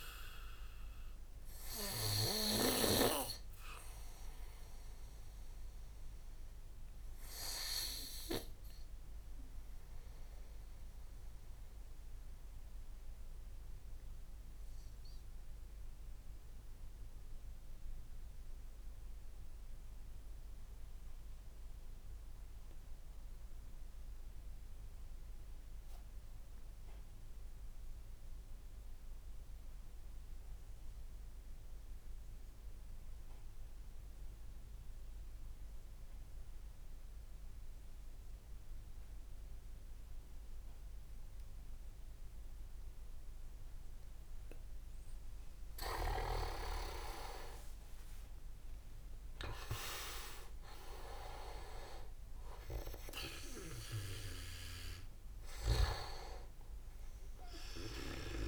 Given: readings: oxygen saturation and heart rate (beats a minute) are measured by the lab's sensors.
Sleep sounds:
breathing in sleep by a room microphone; 1
0.00-2.50 s: oxygen desaturation (device-marked, oxygen 96% lowest)
0.00-2.50 s: snoring (device-marked)
8.50-46.50 s: obstructive apnea (oxygen 99% before, 93% lowest)
37.50-58.48 s: oxygen desaturation (device-marked, oxygen 99% before, 93% lowest)
45.00-51.00 s: leg movement (device-marked)
48.50-51.50 s: arousal
55.00-58.48 s: snoring (device-marked)
From the record:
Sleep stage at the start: N2 (light sleep); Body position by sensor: on the back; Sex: male

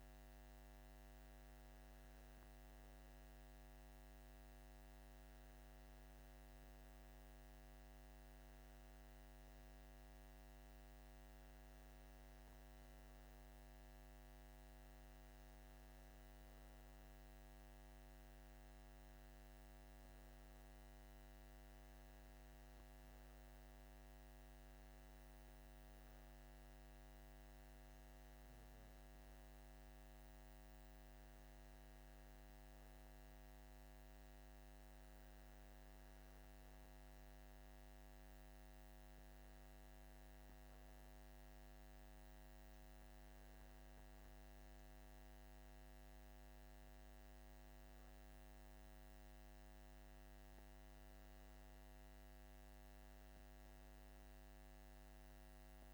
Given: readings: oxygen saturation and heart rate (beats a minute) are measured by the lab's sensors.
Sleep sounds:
breathing in sleep, hard to hear, by a microphone on the trachea; none
none scored
From the record:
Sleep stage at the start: REM sleep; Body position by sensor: on the back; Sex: male

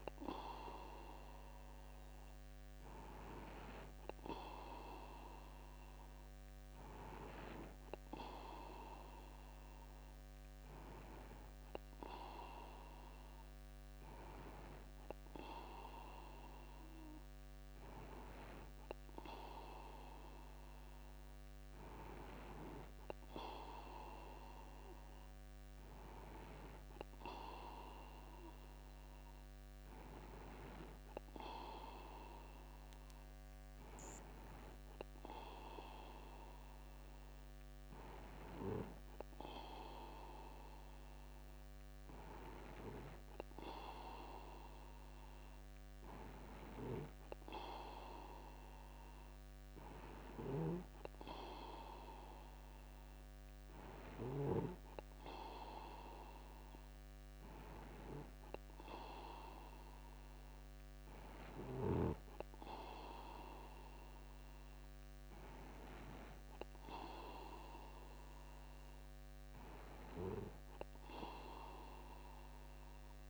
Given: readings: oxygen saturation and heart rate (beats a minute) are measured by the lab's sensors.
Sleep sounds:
breathing in sleep by a microphone on the trachea; none
6.50-8.50 s: long interval between heartbeats (device-marked)
23.00-25.00 s: long interval between heartbeats (device-marked)
27.50-29.50 s: long interval between heartbeats (device-marked)
31.00-33.00 s: long interval between heartbeats (device-marked)
34.50-36.50 s: long interval between heartbeats (device-marked)
48.50-50.50 s: long interval between heartbeats (device-marked)
54.50-56.50 s: long interval between heartbeats (device-marked)
58.00-60.00 s: long interval between heartbeats (device-marked)
From the record:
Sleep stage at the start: N2 (light sleep); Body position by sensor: upright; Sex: male

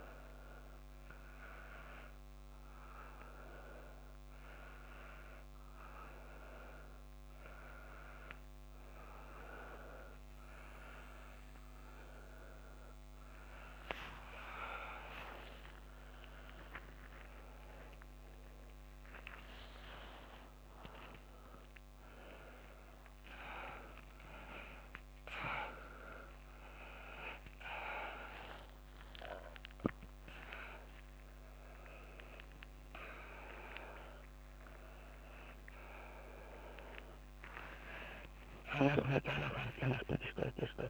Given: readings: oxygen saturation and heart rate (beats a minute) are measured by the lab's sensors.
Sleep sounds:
a person awake in a sleep study, by a microphone on the trachea; none
none scored
From the record:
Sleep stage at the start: awake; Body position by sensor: upright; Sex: female

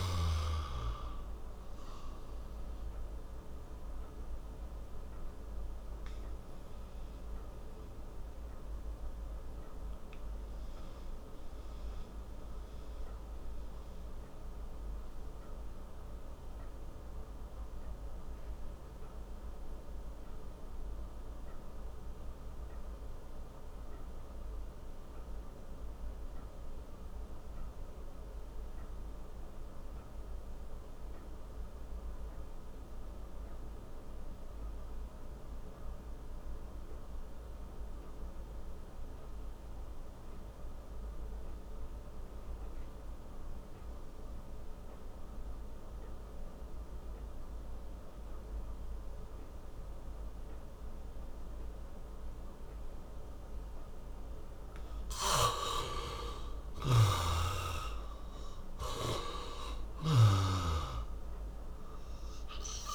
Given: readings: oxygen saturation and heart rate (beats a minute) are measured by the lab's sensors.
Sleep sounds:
breathing in sleep by a room microphone; 1
0.00-26.00 s: oxygen desaturation (device-marked, oxygen 65% lowest)
3.00-54.00 s: obstructive apnea (oxygen 92% before, 65% lowest)
41.00-62.95 s: oxygen desaturation (device-marked, oxygen 98% before, 65% lowest)
56.50-60.00 s: arousal
From the record:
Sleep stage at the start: REM sleep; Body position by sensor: on the back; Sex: male

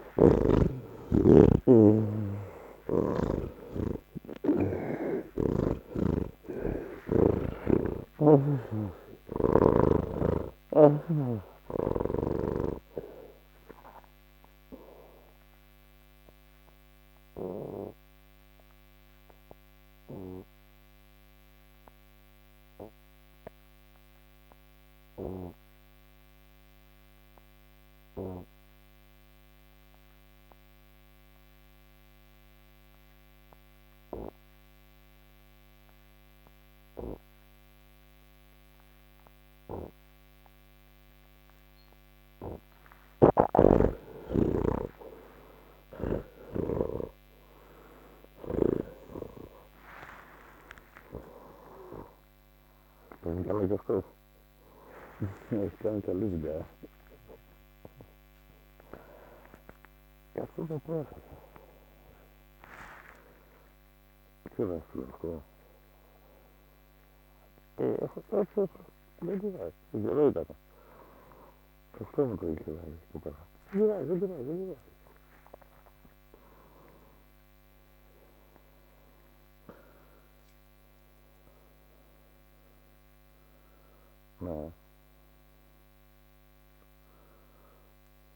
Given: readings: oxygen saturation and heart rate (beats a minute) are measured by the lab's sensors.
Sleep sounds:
breathing in sleep by a microphone on the trachea; none
42.50-46.50 s: snoring (device-marked)
69.50-74.00 s: snoring (device-marked)
From the record:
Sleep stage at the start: N3 (deep sleep); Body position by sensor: on the back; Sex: male

